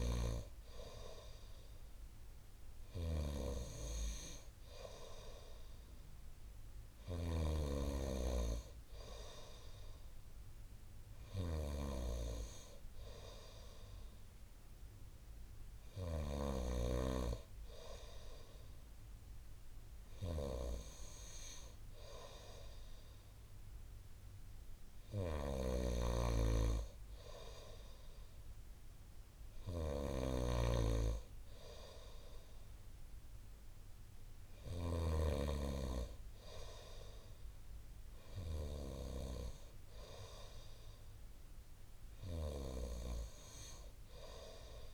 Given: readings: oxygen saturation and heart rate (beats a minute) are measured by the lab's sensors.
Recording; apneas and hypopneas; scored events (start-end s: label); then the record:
breathing in sleep by a room microphone; none
26.00-35.50 s: snoring (device-marked)
From the record:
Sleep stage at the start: N2 (light sleep); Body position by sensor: on the right side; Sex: male